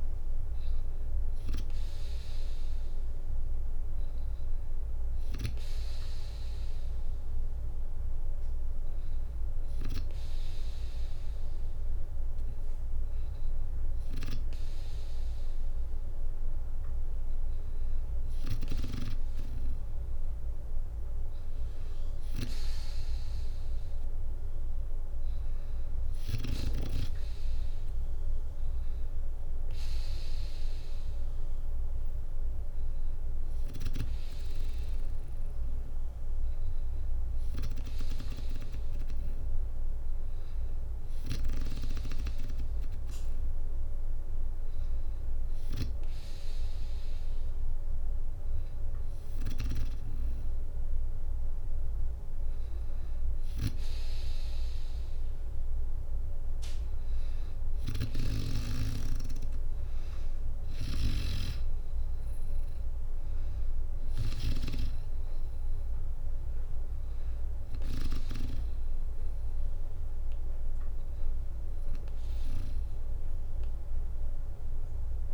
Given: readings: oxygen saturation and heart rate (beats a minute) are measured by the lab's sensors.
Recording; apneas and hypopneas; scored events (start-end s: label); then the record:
breathing in sleep by a room microphone; 1
32.50-36.00 s: arousal
39.50-50.50 s: hypopnea (oxygen 97% before, 93% lowest, heart rate 63 before, 59 extreme, up 3 after)
57.00-64.00 s: snoring (device-marked)
59.00-62.50 s: arousal
60.00-74.00 s: drop in pulse transit time (device-marked, heart rate 62 before, 59 extreme)
70.00-72.00 s: bradycardia (device-marked, heart rate 63 before, 61 extreme)
From the record:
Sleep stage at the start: N2 (light sleep); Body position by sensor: on the back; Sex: female